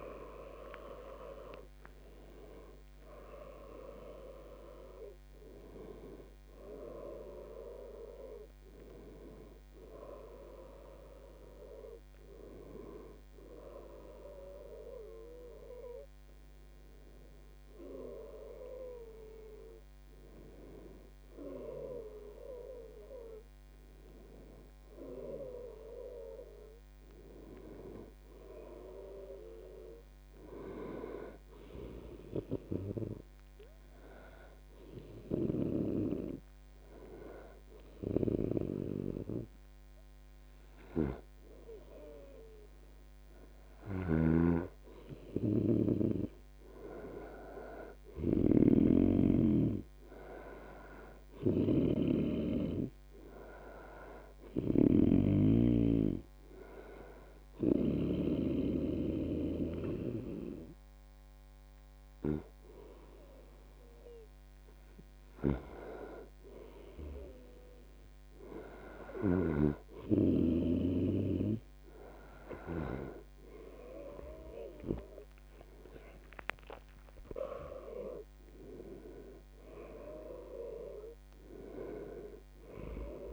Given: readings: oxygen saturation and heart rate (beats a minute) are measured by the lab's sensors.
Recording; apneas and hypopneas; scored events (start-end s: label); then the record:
breathing in sleep by a microphone on the trachea; 1
0.00-4.00 s: tachycardia (device-marked, heart rate 148 extreme)
0.00-12.00 s: oxygen desaturation (device-marked, oxygen 84% lowest, heart rate 77 extreme)
2.00-32.00 s: new sleep stage, N1 (lightest sleep)
32.00-83.33 s: new sleep stage, N2 (light sleep)
33.00-37.50 s: arousal
36.00-66.00 s: oxygen desaturation (device-marked, oxygen 99% before, 93% lowest, heart rate 80 before, 74 extreme)
44.00-58.50 s: snoring (device-marked)
53.50-65.50 s: hypopnea (oxygen 99% before, 93% lowest, heart rate 82 before, 75 extreme, up 4 after)
68.00-71.50 s: arousal
From the record:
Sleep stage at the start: N2 (light sleep); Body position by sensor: on the back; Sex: male